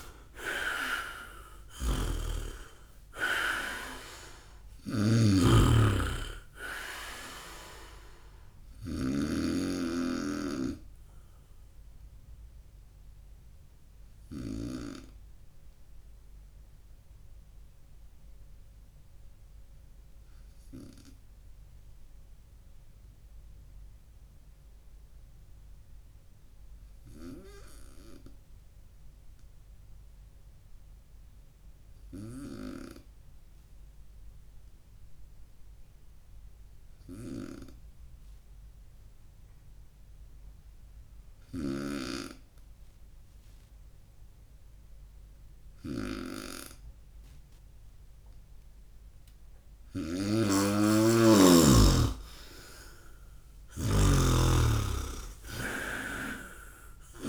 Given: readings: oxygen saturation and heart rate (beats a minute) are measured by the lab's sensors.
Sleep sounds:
breathing in sleep by a room microphone; 1
0.00-1.50 s: arousal
0.00-14.50 s: snoring (device-marked)
9.50-49.00 s: obstructive apnea (oxygen 99% before, 93% lowest, heart rate 71 before, 56 extreme, up 15 after)
23.50-34.50 s: oxygen desaturation (device-marked, oxygen 96% before, 93% lowest, heart rate 69 before, 56 extreme)
32.00-54.00 s: snoring (device-marked)
51.50-54.50 s: arousal
From the record:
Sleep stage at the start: N2 (light sleep); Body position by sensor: on the right side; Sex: male

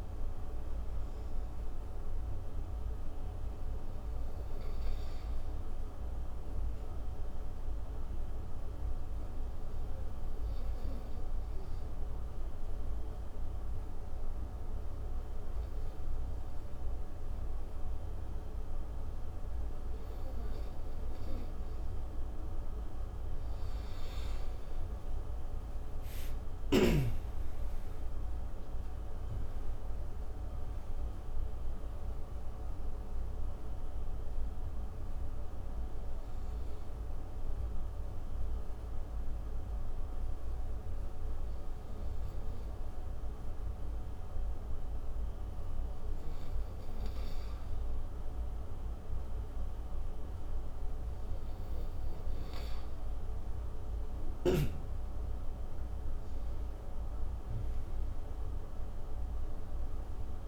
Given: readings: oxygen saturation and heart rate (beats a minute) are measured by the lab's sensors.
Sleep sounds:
breathing in sleep, hard to hear, by a room microphone; 2
0.00-5.50 s: oxygen desaturation (device-marked, oxygen 92% lowest)
13.00-23.50 s: obstructive apnea (oxygen 96% before, 87% lowest)
25.50-29.00 s: arousal
26.50-53.50 s: oxygen desaturation (device-marked, oxygen 95% before, 87% lowest)
34.00-45.50 s: obstructive apnea (oxygen 96% before, 87% lowest)
54.00-58.00 s: arousal
From the record:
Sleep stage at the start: N2 (light sleep); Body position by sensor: on the front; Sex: male

